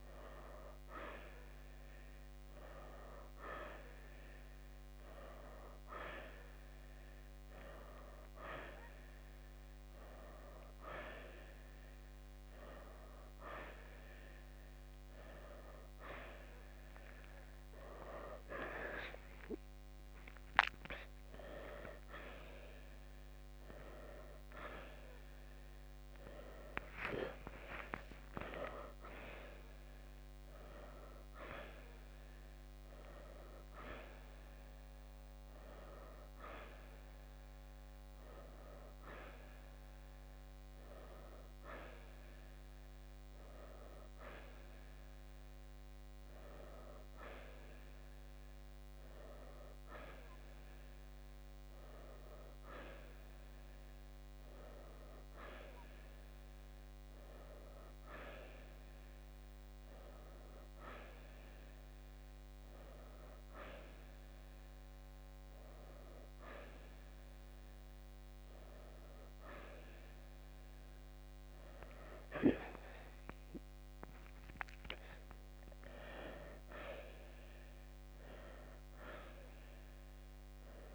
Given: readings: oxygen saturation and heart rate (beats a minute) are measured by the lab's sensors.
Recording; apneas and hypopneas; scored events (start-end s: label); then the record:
breathing in sleep by a microphone on the trachea; none
23.00-28.50 s: arousal
From the record:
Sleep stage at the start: N1 (lightest sleep); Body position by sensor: on the right side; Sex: male